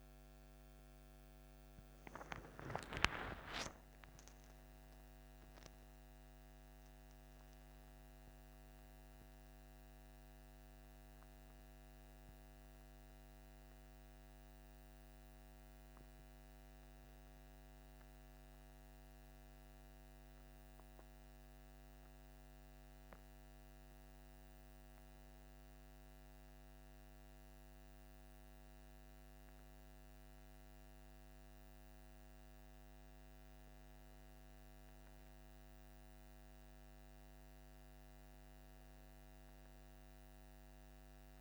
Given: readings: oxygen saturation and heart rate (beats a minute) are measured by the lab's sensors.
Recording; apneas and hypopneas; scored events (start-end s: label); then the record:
breathing in sleep, hard to hear, by a microphone on the trachea; none
none scored
From the record:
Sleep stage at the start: N2 (light sleep); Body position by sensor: on the back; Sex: male